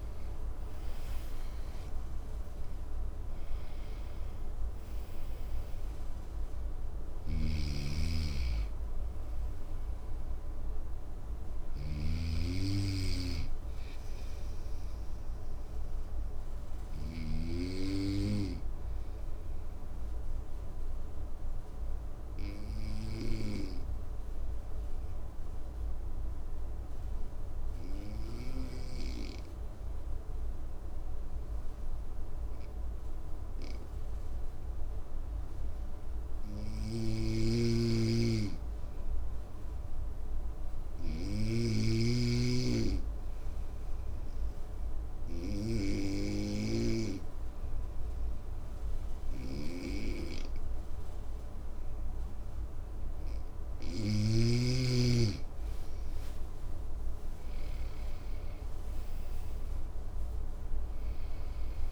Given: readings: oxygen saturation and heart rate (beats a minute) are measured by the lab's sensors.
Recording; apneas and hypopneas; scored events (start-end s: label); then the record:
breathing in sleep by a room microphone; 2
0.00-1.50 s: arousal
0.00-24.50 s: oxygen desaturation (device-marked, oxygen 90% lowest, heart rate 53 extreme)
6.50-17.00 s: snoring (device-marked)
17.00-35.50 s: obstructive apnea (oxygen 97% before, 90% lowest, heart rate 65 before, 53 extreme, up 1 after)
36.50-41.50 s: snoring (device-marked)
37.00-40.00 s: arousal
43.00-54.00 s: obstructive apnea (oxygen 99% before, 94% lowest, heart rate 54 before, 55 extreme, up 10 after)
43.50-61.92 s: oxygen desaturation (device-marked, oxygen 99% before, 94% lowest, heart rate 54 before, 55 extreme)
55.00-59.50 s: arousal
From the record:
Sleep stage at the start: N2 (light sleep); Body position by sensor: on the right side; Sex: male